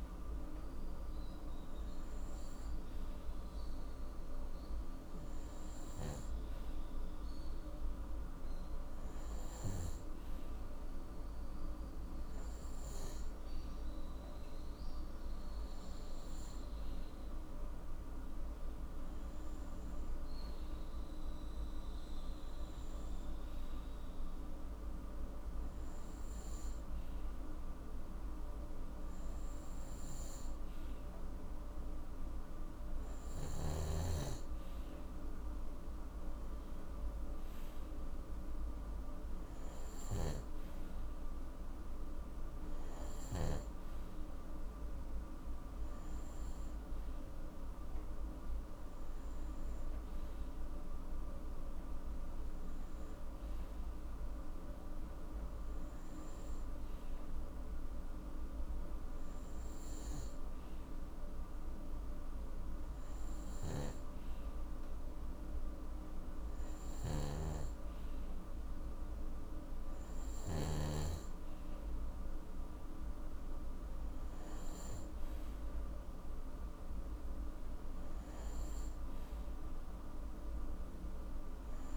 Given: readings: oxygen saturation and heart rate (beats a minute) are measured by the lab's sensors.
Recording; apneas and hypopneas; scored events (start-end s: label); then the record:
breathing in sleep, hard to hear, by a room microphone; none
66.50-70.50 s: snoring (device-marked)
From the record:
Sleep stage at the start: N2 (light sleep); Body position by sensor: on the right side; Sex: male